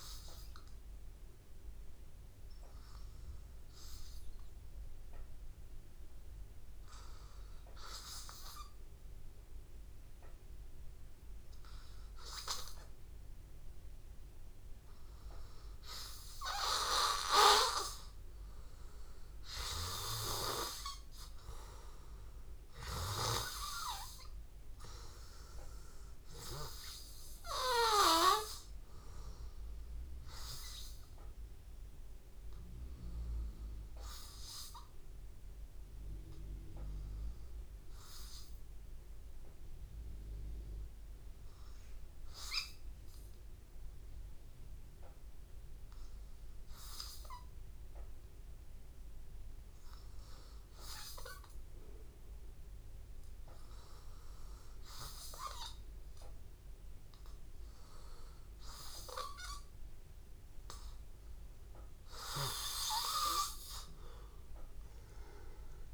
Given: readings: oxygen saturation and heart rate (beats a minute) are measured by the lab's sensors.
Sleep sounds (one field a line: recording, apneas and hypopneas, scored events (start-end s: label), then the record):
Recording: breathing in sleep by a room microphone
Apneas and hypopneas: 1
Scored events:
20.50-25.00 s: arousal
36.00-55.50 s: hypopnea (oxygen 96% before, 90% lowest, heart rate 85 before, 83 extreme, up 2 after)
57.00-61.00 s: arousal
58.00-65.94 s: oxygen desaturation (device-marked, oxygen 96% before, 91% lowest, heart rate 84 before, 84 extreme)
From the record:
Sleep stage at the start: N2 (light sleep)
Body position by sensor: on the back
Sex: male